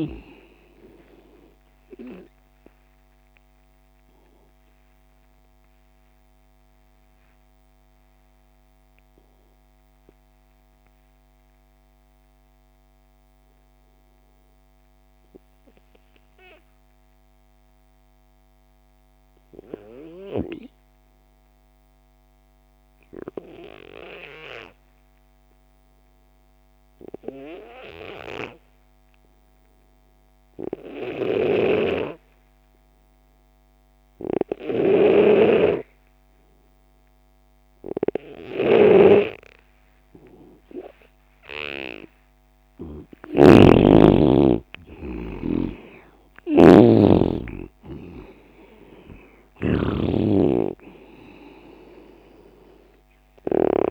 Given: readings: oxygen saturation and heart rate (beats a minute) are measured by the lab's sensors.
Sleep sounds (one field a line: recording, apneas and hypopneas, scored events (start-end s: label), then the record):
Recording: breathing in sleep by a microphone on the trachea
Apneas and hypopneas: 1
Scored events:
0.00-20.00 s: oxygen desaturation (device-marked, oxygen 87% lowest)
2.00-40.50 s: obstructive apnea (oxygen 98% before, 86% lowest)
31.00-49.50 s: snoring (device-marked)
36.00-53.91 s: oxygen desaturation (device-marked, oxygen 97% before, 86% lowest)
43.00-47.00 s: arousal
From the record:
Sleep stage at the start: N2 (light sleep)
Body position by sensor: on the left side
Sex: male